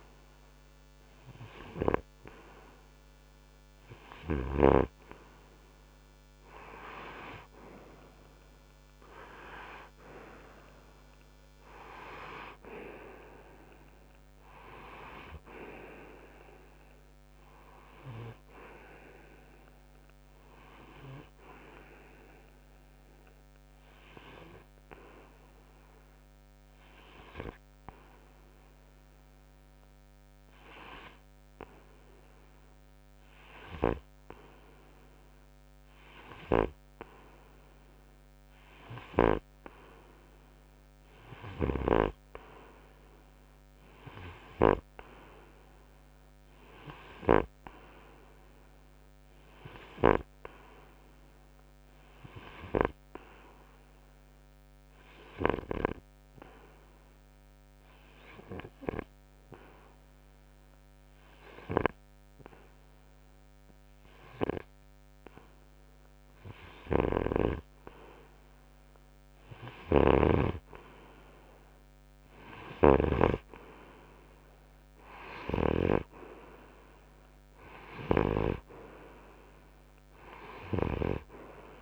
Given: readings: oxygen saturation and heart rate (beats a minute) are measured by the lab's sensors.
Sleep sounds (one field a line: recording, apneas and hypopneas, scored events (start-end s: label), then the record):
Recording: breathing in sleep by a microphone on the trachea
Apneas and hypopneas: 2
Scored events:
0.00-20.00 s: oxygen desaturation (device-marked, oxygen 91% lowest, heart rate 62 extreme)
21.00-32.50 s: hypopnea (oxygen 96% before, 91% lowest, heart rate 67 before, 62 extreme, up 2 after)
36.00-39.50 s: arousal
53.50-67.00 s: obstructive apnea (oxygen 95% before, 90% lowest, heart rate 66 before, 64 extreme, up 3 after)
71.00-73.50 s: arousal
72.50-81.82 s: snoring (device-marked)
From the record:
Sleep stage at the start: N2 (light sleep)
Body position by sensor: on the front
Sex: male